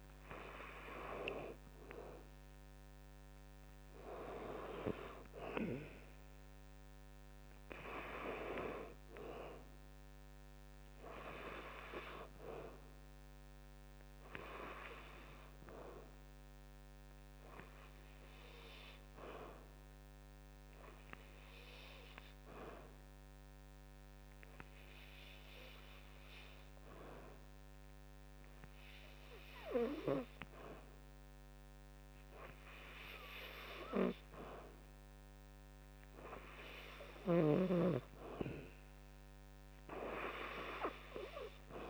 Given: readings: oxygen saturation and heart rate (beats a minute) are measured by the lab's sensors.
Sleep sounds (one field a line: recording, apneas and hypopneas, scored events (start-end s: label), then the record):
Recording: breathing in sleep by a microphone on the trachea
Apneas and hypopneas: 1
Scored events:
16.00-31.50 s: hypopnea (oxygen 96% before, 87% lowest, heart rate 61 before, 58 extreme, up 3 after)
31.50-41.90 s: oxygen desaturation (device-marked, oxygen 95% before, 89% lowest, heart rate 59 before, 59 extreme)
34.00-38.00 s: arousal
From the record:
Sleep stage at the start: N2 (light sleep)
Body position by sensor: on the back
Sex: male